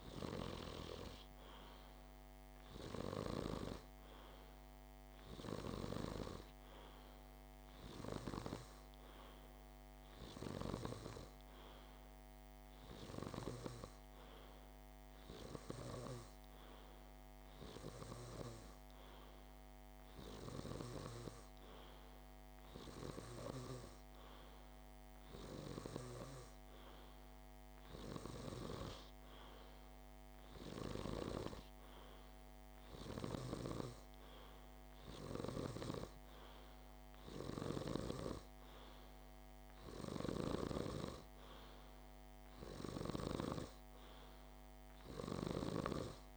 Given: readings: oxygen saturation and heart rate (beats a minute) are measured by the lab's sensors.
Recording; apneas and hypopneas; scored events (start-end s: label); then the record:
breathing in sleep by a microphone on the trachea; none
none scored
From the record:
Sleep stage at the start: N2 (light sleep); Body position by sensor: on the back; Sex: male